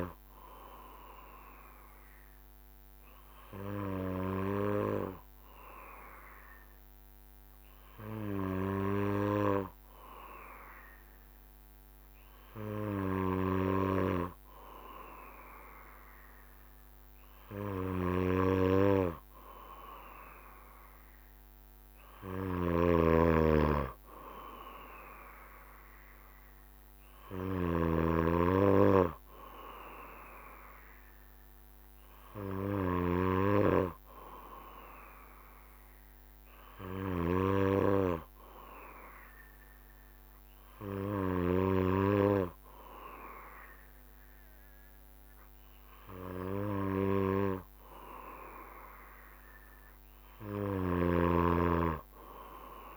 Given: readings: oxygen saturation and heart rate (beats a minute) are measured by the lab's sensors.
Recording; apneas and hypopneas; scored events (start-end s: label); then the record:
breathing in sleep by a microphone on the trachea; 1
2.00-17.50 s: obstructive apnea (oxygen 95% before, 95% lowest, heart rate 67 before, 67 extreme, up 2 after)
21.00-24.50 s: arousal
22.50-28.00 s: snoring (device-marked)
From the record:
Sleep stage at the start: N2 (light sleep); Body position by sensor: on the back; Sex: male